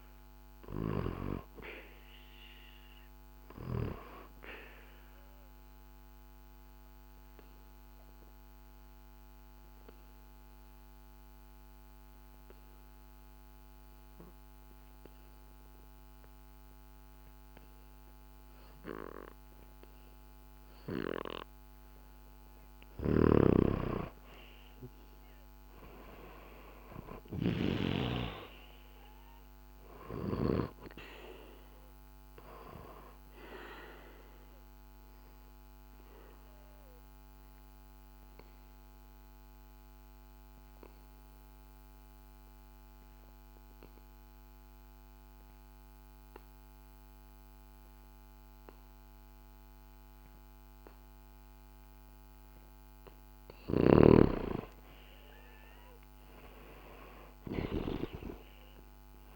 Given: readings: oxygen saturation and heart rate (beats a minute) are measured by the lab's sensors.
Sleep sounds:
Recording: breathing in sleep by a microphone on the trachea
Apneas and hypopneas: 2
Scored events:
0.00-15.50 s: oxygen desaturation (device-marked, oxygen 92% lowest, heart rate 64 extreme)
2.00-23.00 s: obstructive apnea (oxygen 98% before, 91% lowest, heart rate 66 before, 64 extreme, up 0 after)
22.50-27.50 s: snoring (device-marked)
25.00-28.50 s: arousal
31.50-53.50 s: oxygen desaturation (device-marked, oxygen 97% before, 91% lowest, heart rate 66 before, 64 extreme)
32.50-52.00 s: obstructive apnea (oxygen 97% before, 91% lowest, heart rate 66 before, 64 extreme, up 0 after)
53.50-57.50 s: snoring (device-marked)
54.00-59.00 s: arousal
From the record:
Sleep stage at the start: N2 (light sleep)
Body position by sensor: on the back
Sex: male

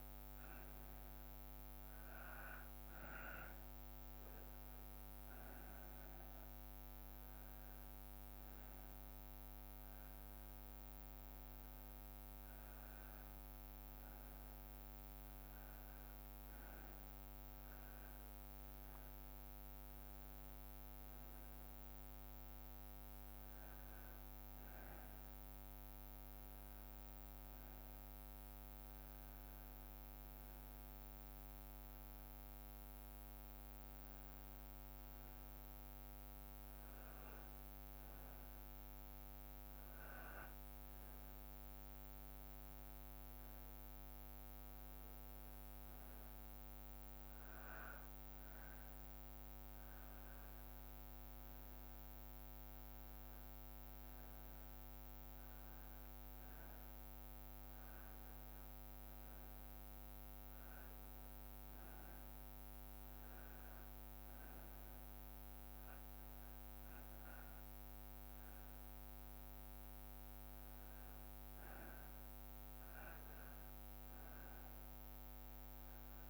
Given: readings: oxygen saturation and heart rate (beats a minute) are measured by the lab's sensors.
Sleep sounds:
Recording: breathing in sleep, hard to hear, by a microphone on the trachea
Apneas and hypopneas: none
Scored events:
58.50-60.50 s: long interval between heartbeats (device-marked, heart rate 57 before, 65 extreme)
From the record:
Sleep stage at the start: N2 (light sleep)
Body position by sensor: on the back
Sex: male

